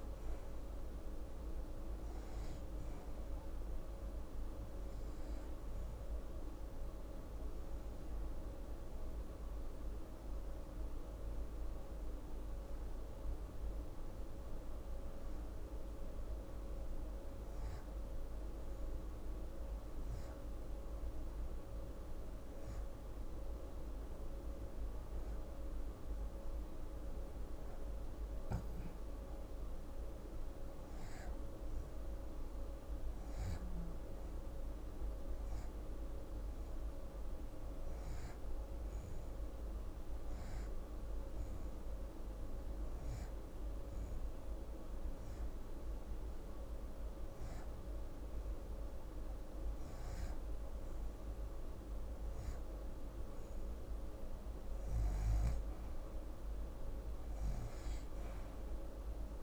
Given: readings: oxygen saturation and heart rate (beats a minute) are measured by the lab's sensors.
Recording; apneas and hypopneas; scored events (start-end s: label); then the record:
breathing in sleep, hard to hear, by a room microphone; 2
4.50-26.00 s: hypopnea (oxygen 89% before, 84% lowest, heart rate 72 before, 74 extreme, up 20 after)
28.50-33.00 s: arousal
29.50-41.50 s: oxygen desaturation (device-marked, oxygen 93% before, 87% lowest, heart rate 118 before, 79 extreme)
42.00-54.50 s: hypopnea (oxygen 93% before, 84% lowest, heart rate 117 before, 95 extreme, up 35 after)
49.50-59.43 s: oxygen desaturation (device-marked, oxygen 88% before, 85% lowest, heart rate 114 before, 39 extreme)
From the record:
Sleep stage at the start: REM sleep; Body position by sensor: on the left side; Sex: female